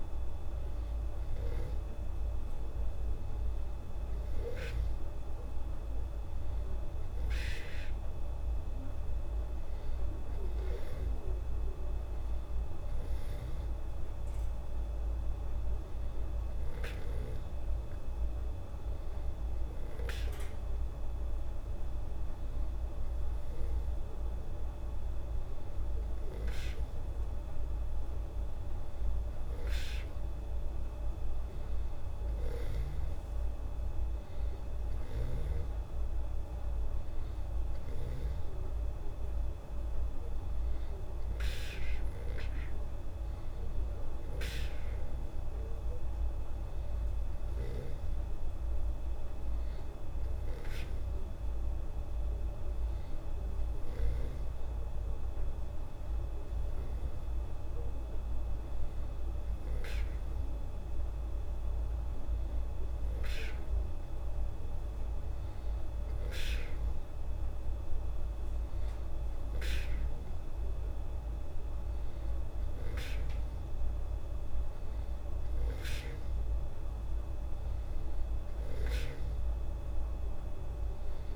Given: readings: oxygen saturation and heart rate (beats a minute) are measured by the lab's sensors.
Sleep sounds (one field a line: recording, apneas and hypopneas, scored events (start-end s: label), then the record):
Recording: breathing in sleep by a room microphone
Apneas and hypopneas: none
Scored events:
none scored
From the record:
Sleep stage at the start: N2 (light sleep)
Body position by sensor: on the back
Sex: female